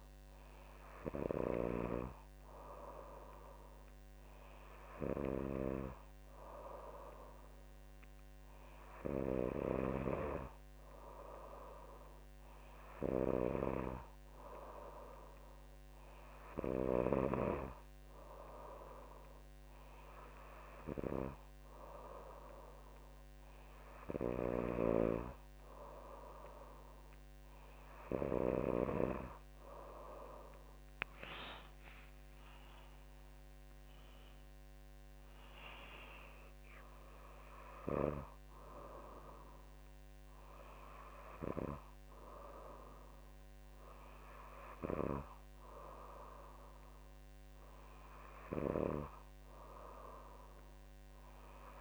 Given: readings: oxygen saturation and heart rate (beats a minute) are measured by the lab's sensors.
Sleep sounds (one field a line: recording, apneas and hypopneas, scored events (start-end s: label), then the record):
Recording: breathing in sleep by a microphone on the trachea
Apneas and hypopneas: none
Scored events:
none scored
From the record:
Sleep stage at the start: N3 (deep sleep)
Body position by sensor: on the back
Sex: female